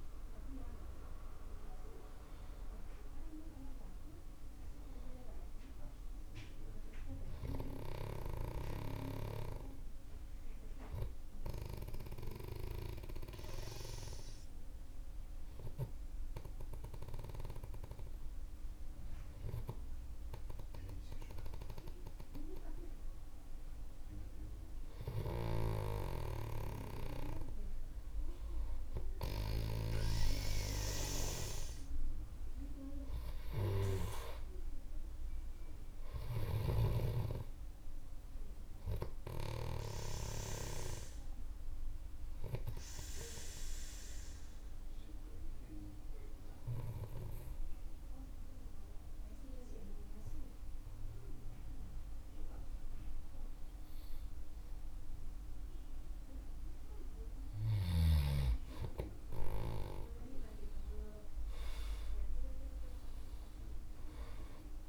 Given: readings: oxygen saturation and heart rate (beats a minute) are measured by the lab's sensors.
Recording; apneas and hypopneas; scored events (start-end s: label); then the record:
breathing in sleep by a room microphone; 2
0.00-4.50 s: arousal
11.50-22.50 s: obstructive apnea (oxygen 97% before, 94% lowest, heart rate 58 before, 49 extreme, up 9 after)
26.00-38.00 s: oxygen desaturation (device-marked, oxygen 98% before, 94% lowest, heart rate 54 before, 49 extreme)
30.00-35.00 s: arousal
43.00-57.50 s: obstructive apnea (oxygen 98% before, 94% lowest, heart rate 57 before, 48 extreme, up 17 after)
62.00-64.89 s: arousal
From the record:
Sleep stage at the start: N2 (light sleep); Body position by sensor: on the back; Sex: male